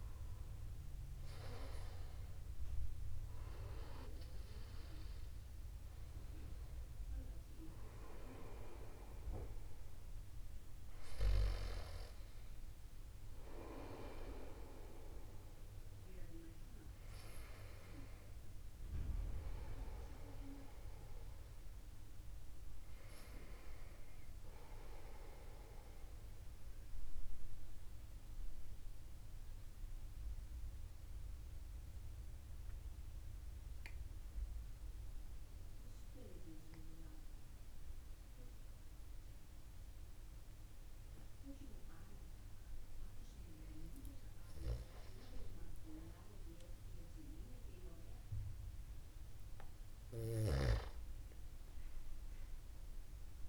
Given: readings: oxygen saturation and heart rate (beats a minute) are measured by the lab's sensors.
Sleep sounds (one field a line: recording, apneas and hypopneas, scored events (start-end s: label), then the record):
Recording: breathing in sleep by a room microphone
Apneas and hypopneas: 1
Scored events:
17.50-21.50 s: arousal
22.50-46.50 s: oxygen desaturation (device-marked, oxygen 96% before, 93% lowest, heart rate 50 before, 49 extreme)
25.00-45.50 s: mixed apnea (oxygen 97% before, 93% lowest, heart rate 50 before, 49 extreme, up 0 after)
48.00-51.00 s: arousal
50.50-53.49 s: snoring (device-marked)
From the record:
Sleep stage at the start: N2 (light sleep)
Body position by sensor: upright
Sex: male